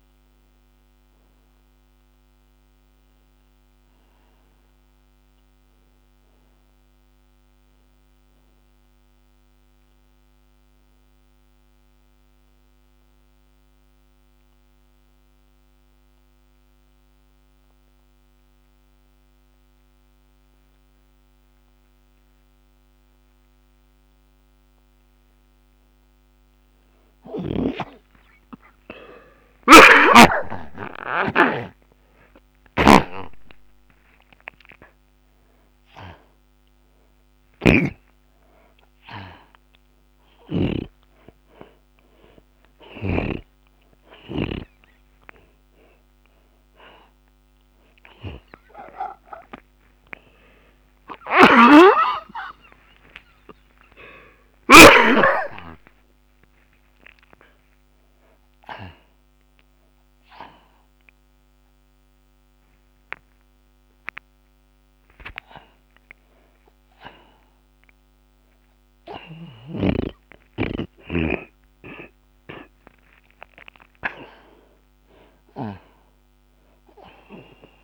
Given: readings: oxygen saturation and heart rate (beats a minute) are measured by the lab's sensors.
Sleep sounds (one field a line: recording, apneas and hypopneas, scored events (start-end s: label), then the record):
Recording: a person partly awake in a sleep study, by a microphone on the trachea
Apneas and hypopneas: 1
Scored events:
0.00-5.00 s: oxygen desaturation (device-marked, oxygen 79% lowest)
10.00-25.50 s: hypopnea (oxygen 92% before, 73% lowest)
25.00-55.00 s: new sleep stage, awake
30.00-35.00 s: oxygen desaturation (device-marked, oxygen 90% before, 86% lowest)
30.00-41.00 s: snoring (device-marked)
42.00-51.00 s: oxygen desaturation (device-marked, oxygen 88% before, 73% lowest)
51.50-55.50 s: snoring (device-marked)
55.00-77.84 s: new sleep stage, N1 (lightest sleep)
From the record:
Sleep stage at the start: N2 (light sleep)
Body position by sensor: on the back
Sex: male